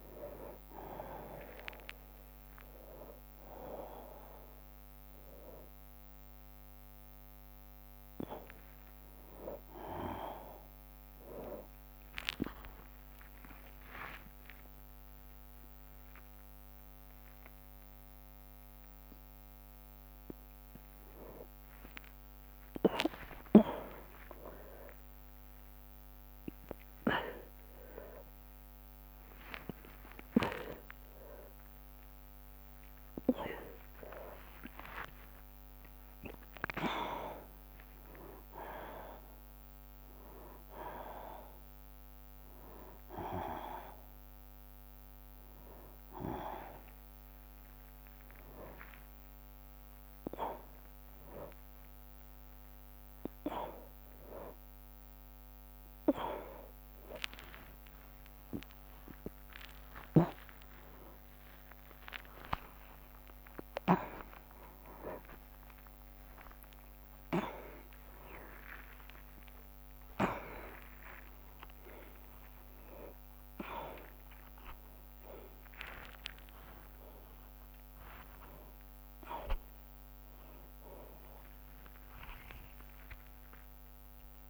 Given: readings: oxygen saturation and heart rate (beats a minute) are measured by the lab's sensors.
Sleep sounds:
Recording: a person awake in a sleep study, by a microphone on the trachea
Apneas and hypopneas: none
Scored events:
0.00-1.00 s: long interval between heartbeats (device-marked, heart rate 142 extreme)
0.00-1.50 s: tachycardia (device-marked, heart rate 146 extreme)
1.50-3.50 s: long interval between heartbeats (device-marked, heart rate 93 before, 130 extreme)
6.50-8.50 s: long interval between heartbeats (device-marked, heart rate 101 before, 73 extreme)
6.50-36.50 s: tachycardia (device-marked, heart rate 69 before, 214 extreme)
9.00-11.00 s: long interval between heartbeats (device-marked, heart rate 101 before, 88 extreme)
11.00-13.00 s: long interval between heartbeats (device-marked, heart rate 104 before, 126 extreme)
13.50-31.50 s: drop in pulse transit time (device-marked, heart rate 111 before, 167 extreme)
17.00-19.00 s: long interval between heartbeats (device-marked, heart rate 125 before, 201 extreme)
19.00-21.00 s: long interval between heartbeats (device-marked, heart rate 134 before, 203 extreme)
23.50-25.50 s: long interval between heartbeats (device-marked, heart rate 150 before, 182 extreme)
27.00-29.00 s: long interval between heartbeats (device-marked, heart rate 164 before, 180 extreme)
29.50-31.50 s: long interval between heartbeats (device-marked, heart rate 179 before, 173 extreme)
32.50-34.50 s: long interval between heartbeats (device-marked, heart rate 187 before, 172 extreme)
35.50-37.50 s: long interval between heartbeats (device-marked, heart rate 189 before, 161 extreme)
44.50-61.50 s: tachycardia (device-marked, heart rate 76 before, 189 extreme)
47.50-49.50 s: long interval between heartbeats (device-marked, heart rate 131 before, 103 extreme)
48.50-61.50 s: drop in pulse transit time (device-marked, heart rate 127 before, 109 extreme)
50.50-52.50 s: long interval between heartbeats (device-marked, heart rate 121 before, 147 extreme)
52.50-54.50 s: long interval between heartbeats (device-marked, heart rate 118 before, 156 extreme)
56.50-58.50 s: long interval between heartbeats (device-marked, heart rate 116 before, 173 extreme)
58.50-60.50 s: long interval between heartbeats (device-marked, heart rate 118 before, 178 extreme)
61.50-65.50 s: bradycardia (device-marked, heart rate 79 before, 50 extreme)
62.50-64.50 s: long interval between heartbeats (device-marked, heart rate 132 before, 104 extreme)
68.00-70.00 s: long interval between heartbeats (device-marked, heart rate 131 before, 56 extreme)
70.00-72.00 s: long interval between heartbeats (device-marked, heart rate 127 before, 75 extreme)
73.50-78.50 s: bradycardia (device-marked, heart rate 79 before, 52 extreme)
81.50-83.50 s: long interval between heartbeats (device-marked, heart rate 70 before, 67 extreme)
81.50-84.50 s: tachycardia (device-marked, heart rate 79 before, 129 extreme)
83.50-84.50 s: long interval between heartbeats (device-marked, heart rate 66 before, 85 extreme)
From the record:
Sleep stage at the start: awake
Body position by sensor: on the back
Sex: male

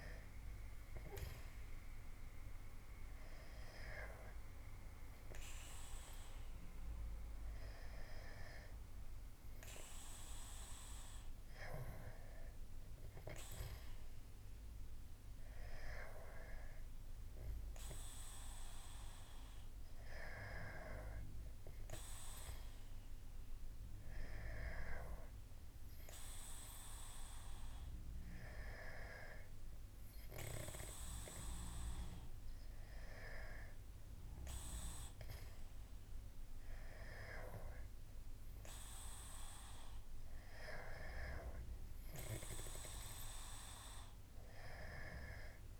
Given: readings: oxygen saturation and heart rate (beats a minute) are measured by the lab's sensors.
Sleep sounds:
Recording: breathing in sleep by a room microphone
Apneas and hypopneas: none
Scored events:
none scored
From the record:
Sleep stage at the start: N2 (light sleep)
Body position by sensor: on the back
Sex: male

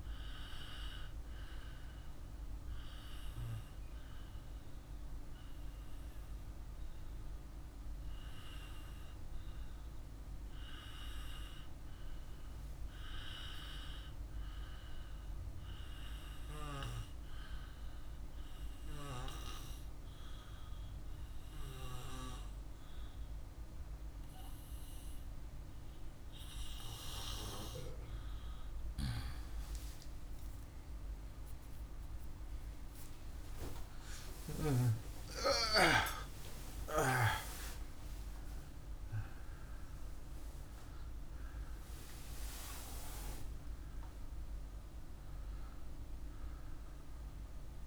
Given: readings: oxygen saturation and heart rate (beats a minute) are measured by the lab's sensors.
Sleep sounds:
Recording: breathing in sleep by a room microphone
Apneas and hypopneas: 1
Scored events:
6.50-28.00 s: obstructive apnea (oxygen 97% before, 93% lowest, heart rate 73 before, 53 extreme, up 1 after)
30.00-36.50 s: arousal
From the record:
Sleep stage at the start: N2 (light sleep)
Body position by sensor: on the right side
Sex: male

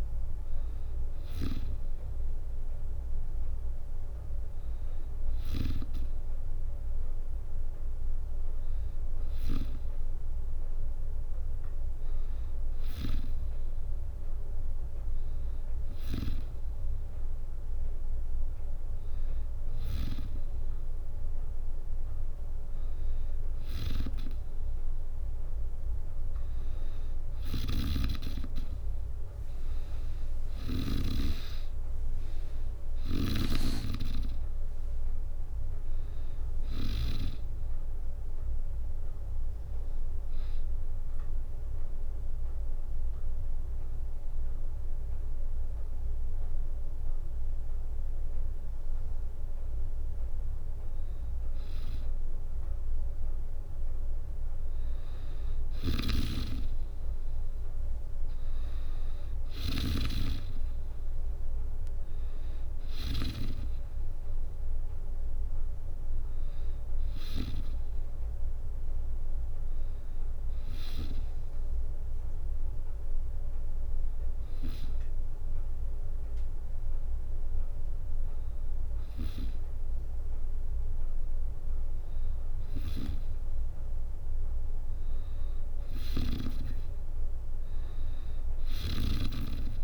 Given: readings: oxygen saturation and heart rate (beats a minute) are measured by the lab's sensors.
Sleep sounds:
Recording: breathing in sleep by a room microphone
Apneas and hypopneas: 1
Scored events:
27.00-30.50 s: snoring (device-marked)
27.00-42.00 s: drop in pulse transit time (device-marked, heart rate 67 before, 64 extreme)
29.00-32.00 s: arousal
32.50-36.50 s: snoring (device-marked)
40.50-50.50 s: hypopnea (oxygen 95% before, 91% lowest, heart rate 71 before, 60 extreme, up 6 after)
52.00-55.00 s: arousal
55.00-67.00 s: snoring (device-marked)
60.00-75.00 s: oxygen desaturation (device-marked, oxygen 96% before, 91% lowest, heart rate 63 before, 63 extreme)
88.00-89.84 s: snoring (device-marked)
From the record:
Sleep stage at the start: N2 (light sleep)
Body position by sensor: on the back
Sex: female

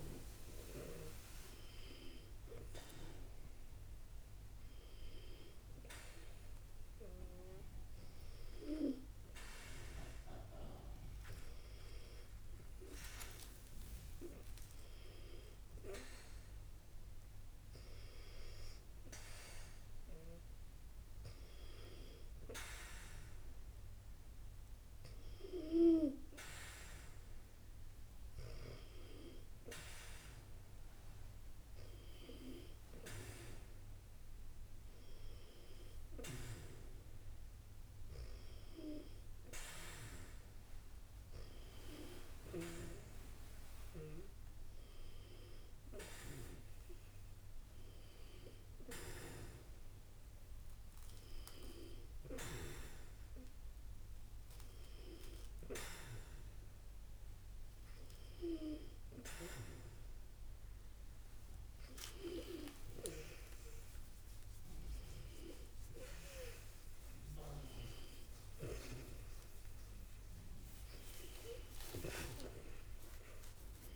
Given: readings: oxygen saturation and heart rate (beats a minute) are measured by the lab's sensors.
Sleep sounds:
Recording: a person partly awake in a sleep study, by a room microphone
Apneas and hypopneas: none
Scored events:
0.00-1.00 s: snoring (device-marked)
10.00-73.96 s: new sleep stage, N2 (light sleep)
71.00-73.96 s: arousal
From the record:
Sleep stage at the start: awake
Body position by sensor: on the back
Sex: female

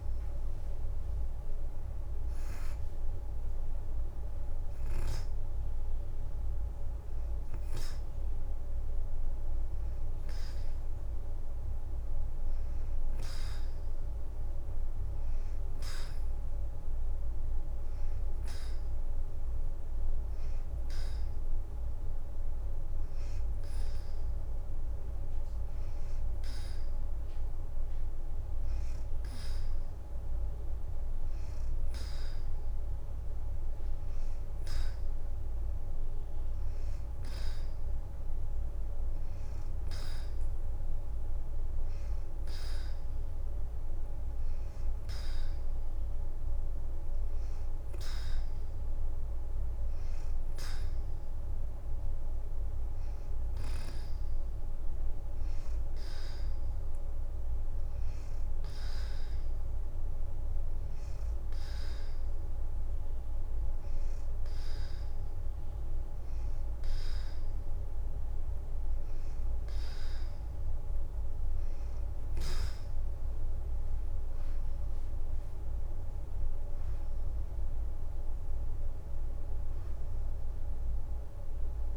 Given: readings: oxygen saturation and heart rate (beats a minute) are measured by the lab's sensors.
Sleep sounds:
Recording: breathing in sleep, hard to hear, by a room microphone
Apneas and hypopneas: 1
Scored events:
2.00-6.50 s: leg movement (device-marked)
12.00-22.00 s: leg movement (device-marked)
19.50-28.50 s: oxygen desaturation (device-marked, oxygen 92% before, 89% lowest, heart rate 85 before, 85 extreme)
35.50-40.50 s: oxygen desaturation (device-marked, oxygen 90% before, 87% lowest, heart rate 86 before, 85 extreme)
36.00-39.50 s: leg movement (device-marked)
42.00-47.00 s: leg movement (device-marked)
49.50-69.50 s: hypopnea (oxygen 90% before, 87% lowest, heart rate 87 before, 85 extreme, up 3 after)
64.00-70.00 s: leg movement (device-marked)
70.50-78.50 s: leg movement (device-marked)
70.50-81.97 s: new sleep stage, N1 (lightest sleep)
71.50-76.00 s: arousal
From the record:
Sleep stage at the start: N2 (light sleep)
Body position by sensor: on the back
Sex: female

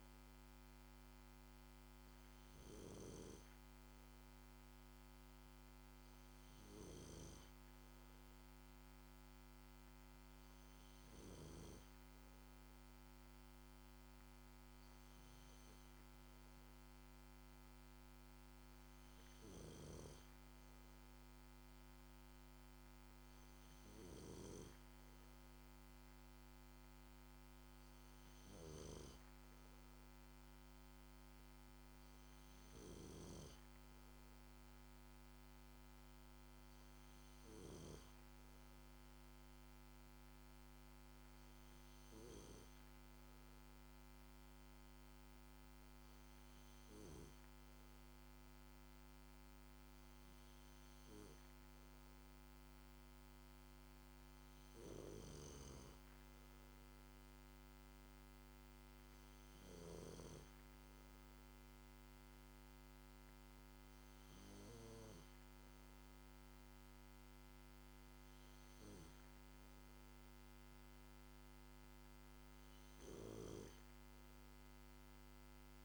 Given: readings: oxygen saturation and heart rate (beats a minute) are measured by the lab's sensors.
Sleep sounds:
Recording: breathing in sleep by a microphone on the trachea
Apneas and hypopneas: none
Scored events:
none scored
From the record:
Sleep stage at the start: N2 (light sleep)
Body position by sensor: on the back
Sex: male

